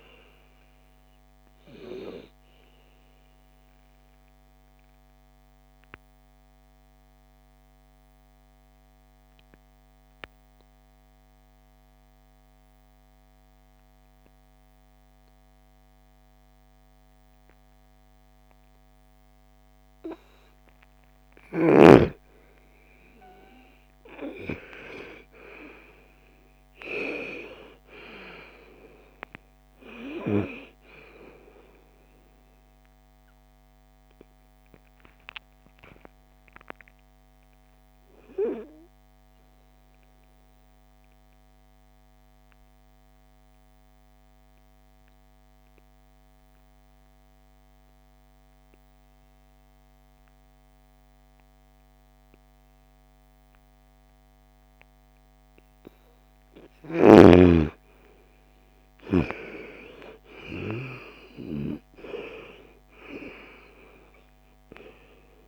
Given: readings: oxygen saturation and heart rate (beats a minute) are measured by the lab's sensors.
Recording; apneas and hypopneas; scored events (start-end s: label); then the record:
breathing in sleep by a microphone on the trachea; 2
0.00-5.00 s: oxygen desaturation (device-marked, oxygen 87% lowest, heart rate 47 extreme)
4.00-20.50 s: obstructive apnea (oxygen 99% before, 86% lowest, heart rate 68 before, 47 extreme, up 9 after)
21.00-43.00 s: oxygen desaturation (device-marked, oxygen 98% before, 88% lowest, heart rate 58 before, 45 extreme)
22.00-26.00 s: arousal
41.50-56.50 s: obstructive apnea (oxygen 98% before, 84% lowest, heart rate 63 before, 45 extreme, up 25 after)
57.50-61.00 s: arousal
58.00-65.48 s: oxygen desaturation (device-marked, oxygen 98% before, 86% lowest, heart rate 53 before, 56 extreme)
From the record:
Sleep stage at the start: N2 (light sleep); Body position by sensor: on the right side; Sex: female